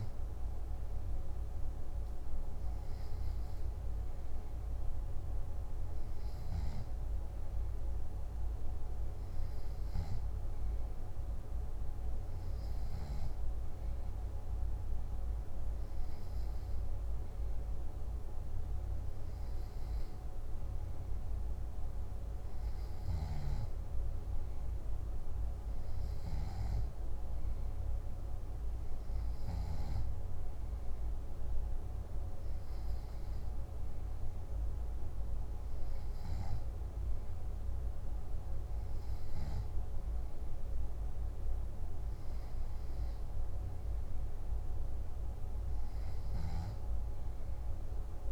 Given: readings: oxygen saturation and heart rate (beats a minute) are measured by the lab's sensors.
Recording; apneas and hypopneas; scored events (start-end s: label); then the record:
breathing in sleep, hard to hear, by a room microphone; none
none scored
From the record:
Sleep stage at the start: N3 (deep sleep); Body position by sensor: on the back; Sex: male